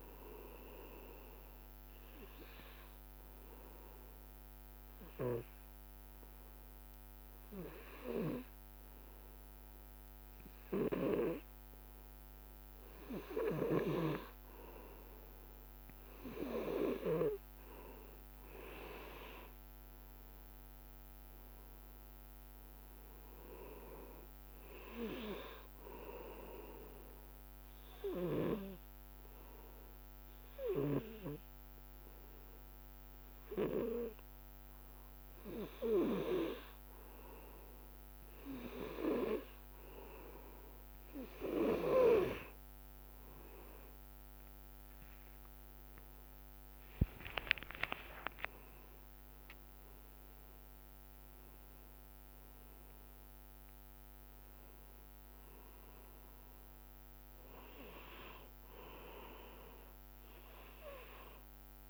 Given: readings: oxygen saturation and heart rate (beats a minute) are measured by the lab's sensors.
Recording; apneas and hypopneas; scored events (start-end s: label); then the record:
breathing in sleep by a microphone on the trachea; 2
0.00-9.00 s: oxygen desaturation (device-marked, oxygen 93% lowest, heart rate 63 extreme)
2.50-15.00 s: obstructive apnea (oxygen 99% before, 93% lowest, heart rate 64 before, 63 extreme, up 0 after)
20.00-38.00 s: oxygen desaturation (device-marked, oxygen 98% before, 95% lowest, heart rate 66 before, 62 extreme)
20.50-24.50 s: arousal
27.50-39.00 s: obstructive apnea (oxygen 98% before, 92% lowest, heart rate 66 before, 62 extreme, up 3 after)
44.00-49.00 s: arousal
44.00-61.90 s: oxygen desaturation (device-marked, oxygen 98% before, 94% lowest, heart rate 65 before, 61 extreme)
47.50-49.50 s: long interval between heartbeats (device-marked, heart rate 65 before, 74 extreme)
From the record:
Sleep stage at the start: N2 (light sleep); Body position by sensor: on the back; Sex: male